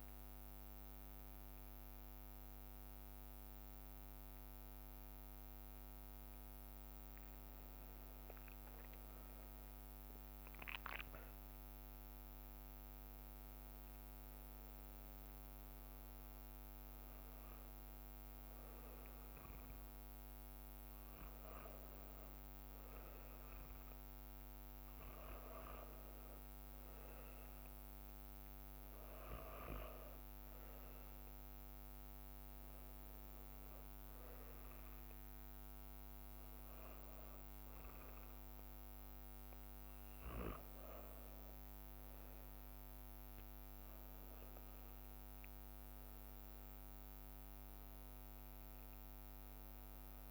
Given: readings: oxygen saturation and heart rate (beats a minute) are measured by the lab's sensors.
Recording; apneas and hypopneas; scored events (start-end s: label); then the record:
breathing in sleep, hard to hear, by a microphone on the trachea; none
0.00-1.00 s: arousal
18.50-27.50 s: bradycardia (device-marked, heart rate 61 before, 59 extreme)
29.50-40.50 s: bradycardia (device-marked, heart rate 61 before, 59 extreme)
From the record:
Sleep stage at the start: N1 (lightest sleep); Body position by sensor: on the back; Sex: male